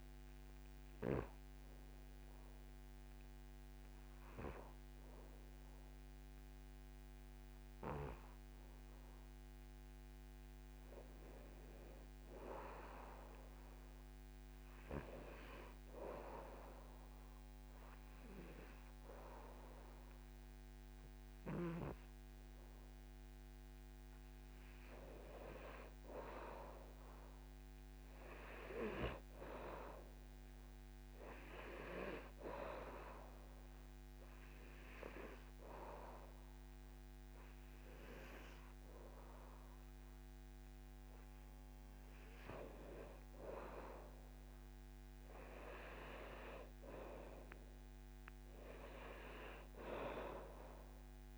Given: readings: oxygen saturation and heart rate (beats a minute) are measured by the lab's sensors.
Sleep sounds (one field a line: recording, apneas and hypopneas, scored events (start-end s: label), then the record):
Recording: breathing in sleep by a microphone on the trachea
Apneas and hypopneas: 2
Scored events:
0.00-15.50 s: oxygen desaturation (device-marked, oxygen 91% lowest, heart rate 70 extreme)
0.50-11.50 s: obstructive apnea (oxygen 97% before, 91% lowest, heart rate 80 before, 70 extreme, up 5 after)
13.00-17.00 s: arousal
33.50-44.00 s: hypopnea (oxygen 99% before, 89% lowest, heart rate 75 before, 76 extreme, up 5 after)
34.50-46.50 s: oxygen desaturation (device-marked, oxygen 96% before, 92% lowest, heart rate 75 before, 76 extreme)
46.00-49.00 s: arousal
From the record:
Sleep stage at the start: N2 (light sleep)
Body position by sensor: on the back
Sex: male